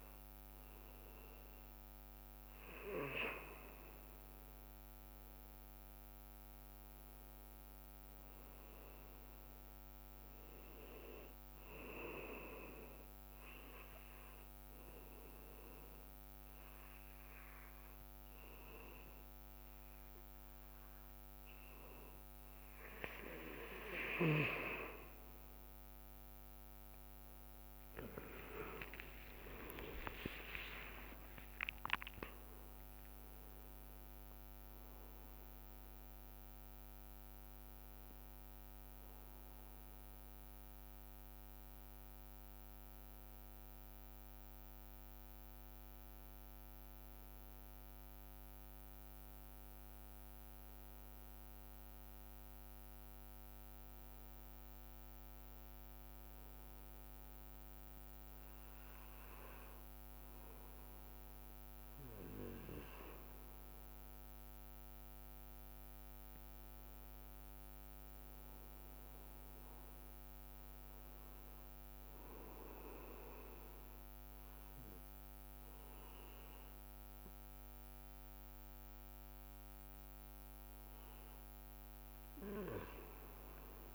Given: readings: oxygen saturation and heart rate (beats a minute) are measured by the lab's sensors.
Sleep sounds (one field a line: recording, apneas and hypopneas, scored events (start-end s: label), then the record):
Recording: breathing in sleep by a microphone on the trachea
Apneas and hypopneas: 2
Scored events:
0.50-2.50 s: long interval between heartbeats (device-marked, heart rate 46 before, 39 extreme)
11.50-13.50 s: long interval between heartbeats (device-marked, heart rate 48 before, 59 extreme)
13.00-25.50 s: obstructive apnea (oxygen 99% before, 95% lowest, heart rate 50 before, 33 extreme, up 24 after)
15.50-17.50 s: long interval between heartbeats (device-marked, heart rate 49 before, 47 extreme)
23.00-25.00 s: long interval between heartbeats (device-marked, heart rate 48 before, 41 extreme)
26.00-28.00 s: long interval between heartbeats (device-marked, heart rate 48 before, 44 extreme)
28.50-34.00 s: arousal
31.50-33.50 s: long interval between heartbeats (device-marked, heart rate 45 before, 54 extreme)
32.00-58.00 s: oxygen desaturation (device-marked, oxygen 98% before, 95% lowest)
32.00-62.00 s: new sleep stage, N1 (lightest sleep)
39.50-41.50 s: long interval between heartbeats (device-marked, heart rate 51 before, 63 extreme)
48.00-50.00 s: long interval between heartbeats (device-marked, heart rate 59 before, 58 extreme)
51.00-62.00 s: hypopnea (oxygen 98% before, 95% lowest)
60.00-62.00 s: long interval between heartbeats (device-marked, heart rate 45 before, 28 extreme)
62.00-65.50 s: arousal
62.00-83.95 s: new sleep stage, N2 (light sleep)
70.00-72.00 s: long interval between heartbeats (device-marked, heart rate 38 before, 59 extreme)
71.00-83.00 s: oxygen desaturation (device-marked, oxygen 99% before, 96% lowest, heart rate 38 before, 32 extreme)
74.50-76.50 s: long interval between heartbeats (device-marked, heart rate 40 before, 46 extreme)
From the record:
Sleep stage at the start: N2 (light sleep)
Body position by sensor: on the back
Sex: male